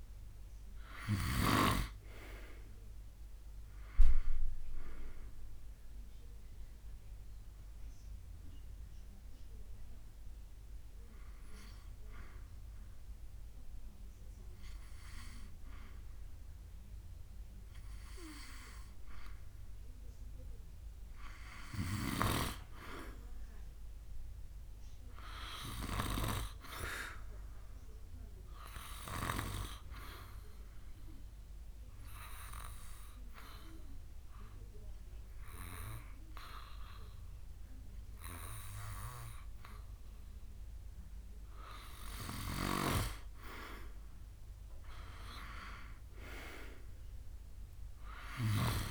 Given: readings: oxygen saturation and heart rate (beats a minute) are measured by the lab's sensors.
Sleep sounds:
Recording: breathing in sleep by a room microphone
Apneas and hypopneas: 1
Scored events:
0.00-1.50 s: arousal
30.00-41.00 s: obstructive apnea (oxygen 95% before, 92% lowest, heart rate 73 before, 68 extreme, up 7 after)
43.50-46.00 s: arousal
From the record:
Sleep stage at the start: N2 (light sleep)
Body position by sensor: on the back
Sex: male

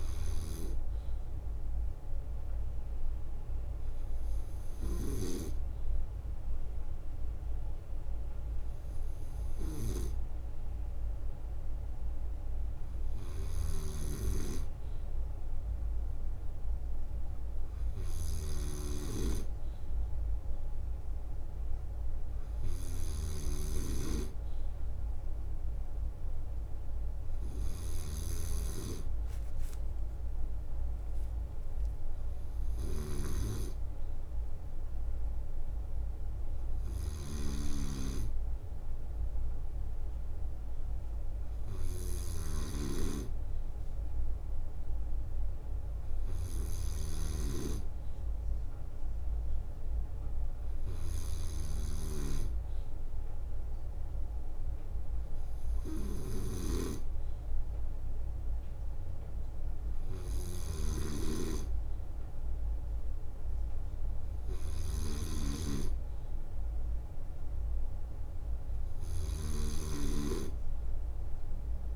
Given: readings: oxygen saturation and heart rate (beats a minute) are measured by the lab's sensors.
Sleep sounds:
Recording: breathing in sleep by a room microphone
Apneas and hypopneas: none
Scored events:
0.00-71.96 s: snoring (device-marked)
18.00-26.50 s: leg movement (device-marked)
27.00-28.00 s: leg movement (device-marked)
28.50-32.50 s: leg movement (device-marked)
36.50-47.50 s: drop in pulse transit time (device-marked, heart rate 66 before, 65 extreme)
37.00-45.50 s: leg movement (device-marked)
45.50-52.50 s: leg movement (device-marked)
56.00-57.00 s: leg movement (device-marked)
From the record:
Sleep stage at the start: N2 (light sleep)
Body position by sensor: on the right side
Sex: male

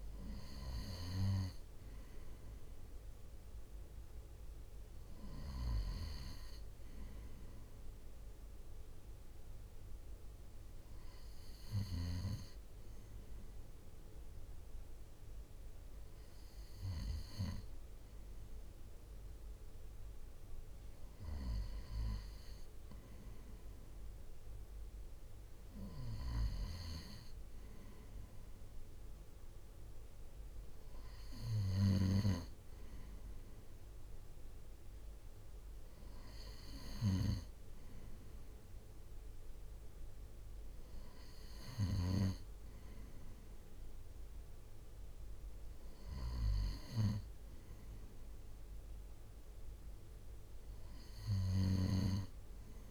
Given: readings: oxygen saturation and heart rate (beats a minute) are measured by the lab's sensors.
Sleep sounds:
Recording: breathing in sleep by a room microphone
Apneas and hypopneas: none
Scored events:
8.50-10.50 s: long interval between heartbeats (device-marked, heart rate 61 before, 61 extreme)
From the record:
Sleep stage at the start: N2 (light sleep)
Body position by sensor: on the right side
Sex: male

